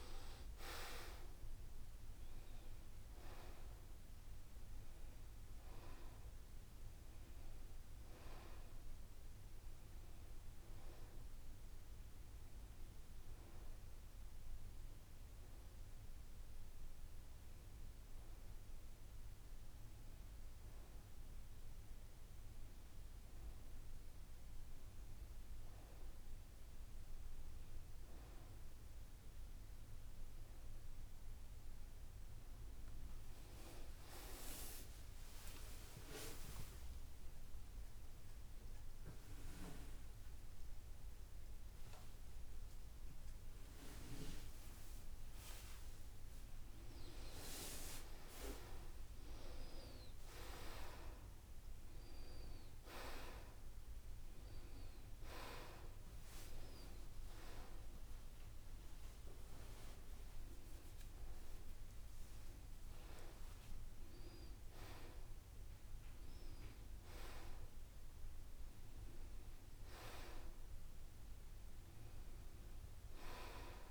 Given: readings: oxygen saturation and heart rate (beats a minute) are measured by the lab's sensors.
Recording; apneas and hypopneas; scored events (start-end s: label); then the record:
breathing in sleep by a room microphone; 1
0.00-17.00 s: oxygen desaturation (device-marked, oxygen 87% lowest, heart rate 74 extreme)
14.00-29.50 s: hypopnea (oxygen 93% before, 89% lowest, heart rate 79 before, 74 extreme, up 32 after)
33.00-38.50 s: arousal
34.50-36.50 s: long interval between heartbeats (device-marked, heart rate 76 before, 84 extreme)
38.00-40.00 s: long interval between heartbeats (device-marked, heart rate 79 before, 127 extreme)
55.00-67.00 s: oxygen desaturation (device-marked, oxygen 93% before, 89% lowest, heart rate 106 before, 72 extreme)
60.00-62.00 s: long interval between heartbeats (device-marked, heart rate 97 before, 84 extreme)
From the record:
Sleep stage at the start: N2 (light sleep); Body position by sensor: on the back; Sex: male